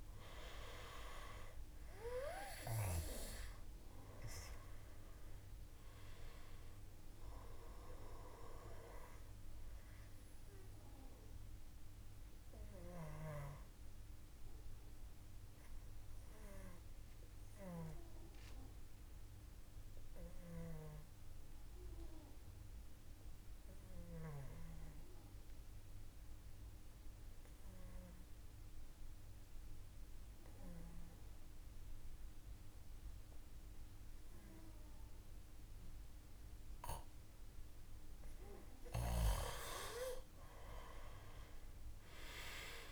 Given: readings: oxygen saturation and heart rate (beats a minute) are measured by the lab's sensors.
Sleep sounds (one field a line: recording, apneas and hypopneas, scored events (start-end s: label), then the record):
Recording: breathing in sleep by a room microphone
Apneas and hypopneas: 1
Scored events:
11.00-24.00 s: oxygen desaturation (device-marked, oxygen 96% before, 93% lowest, heart rate 57 before, 53 extreme)
12.50-37.00 s: obstructive apnea (oxygen 97% before, 88% lowest, heart rate 57 before, 53 extreme, up 3 after)
39.00-42.92 s: oxygen desaturation (device-marked, oxygen 97% before, 88% lowest, heart rate 55 before, 55 extreme)
41.00-42.92 s: arousal
From the record:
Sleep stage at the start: N2 (light sleep)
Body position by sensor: on the back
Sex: male